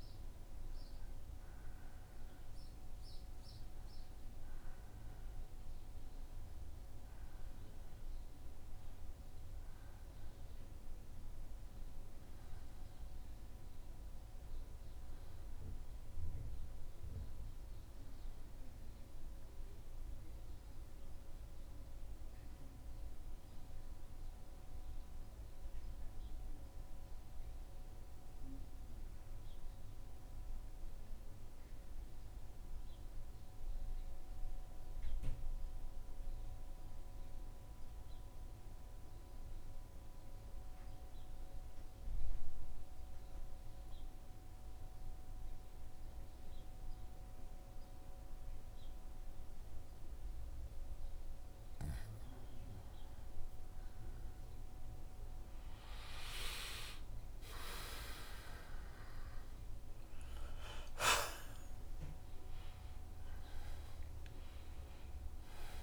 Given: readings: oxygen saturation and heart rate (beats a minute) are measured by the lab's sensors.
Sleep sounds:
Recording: breathing in sleep, hard to hear, by a room microphone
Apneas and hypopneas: 1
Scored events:
0.00-1.50 s: arousal
22.00-51.50 s: mixed apnea (oxygen 95% before, 88% lowest, heart rate 77 before, 76 extreme, up 0 after)
38.50-56.50 s: oxygen desaturation (device-marked, oxygen 96% before, 90% lowest, heart rate 77 before, 76 extreme)
56.50-65.83 s: new sleep stage, awake
From the record:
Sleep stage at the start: N2 (light sleep)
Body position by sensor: on the back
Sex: male

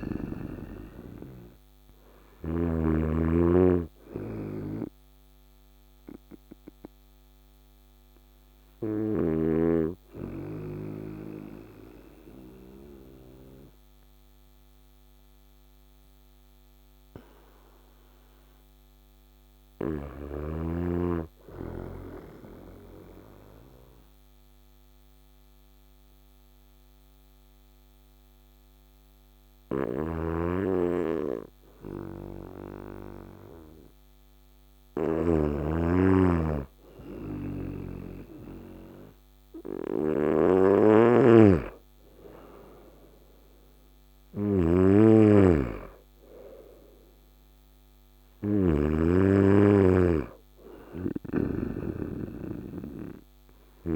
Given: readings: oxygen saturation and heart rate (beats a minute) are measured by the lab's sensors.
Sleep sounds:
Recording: breathing in sleep by a microphone on the trachea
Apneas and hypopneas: 1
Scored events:
0.00-2.50 s: snoring (device-marked)
0.00-20.50 s: oxygen desaturation (device-marked, oxygen 90% lowest, heart rate 60 extreme)
5.00-34.50 s: hypopnea (oxygen 99% before, 90% lowest, heart rate 67 before, 60 extreme, up 5 after)
9.50-53.96 s: new sleep stage, N2 (light sleep)
29.00-48.50 s: snoring (device-marked)
36.00-40.50 s: arousal
From the record:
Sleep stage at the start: REM sleep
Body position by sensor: on the right side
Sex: male

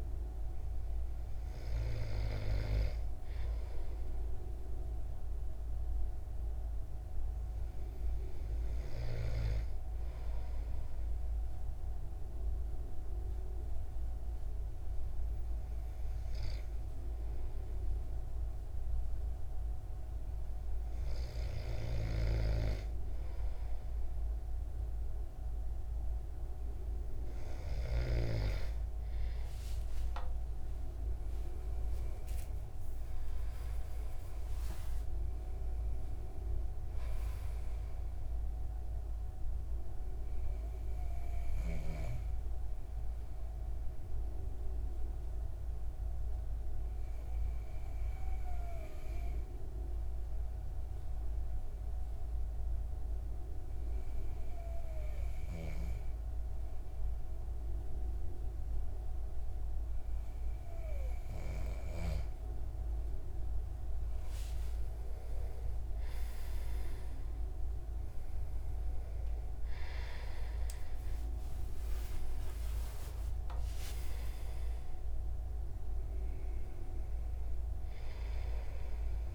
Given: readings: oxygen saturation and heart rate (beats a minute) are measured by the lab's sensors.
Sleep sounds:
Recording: breathing in sleep by a room microphone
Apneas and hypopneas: 2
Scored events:
0.00-3.00 s: arousal
13.50-24.00 s: hypopnea (oxygen 97% before, 93% lowest, heart rate 70 before, 63 extreme, up 14 after)
30.00-34.50 s: arousal
39.00-61.00 s: obstructive apnea (oxygen 96% before, 93% lowest, heart rate 84 before, 64 extreme, up 25 after)
63.50-68.00 s: arousal
66.00-79.34 s: oxygen desaturation (device-marked, oxygen 97% before, 93% lowest, heart rate 73 before, 65 extreme)
From the record:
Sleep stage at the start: N2 (light sleep)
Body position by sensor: on the back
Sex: male

